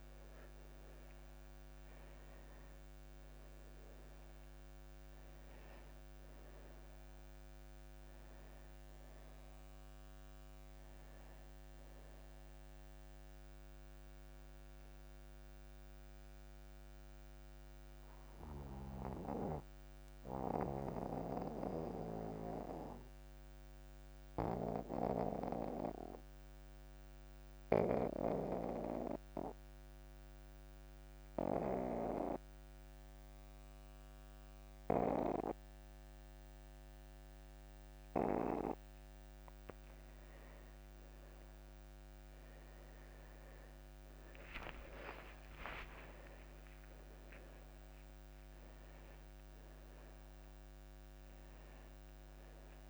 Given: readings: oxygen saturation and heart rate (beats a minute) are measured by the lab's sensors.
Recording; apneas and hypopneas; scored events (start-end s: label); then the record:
breathing in sleep by a microphone on the trachea; 1
0.00-36.00 s: oxygen desaturation (device-marked, oxygen 85% lowest)
16.50-40.00 s: mixed apnea (oxygen 98% before, 85% lowest)
41.50-46.00 s: arousal
43.00-52.90 s: oxygen desaturation (device-marked, oxygen 98% before, 87% lowest)
From the record:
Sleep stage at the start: N2 (light sleep); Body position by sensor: on the back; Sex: male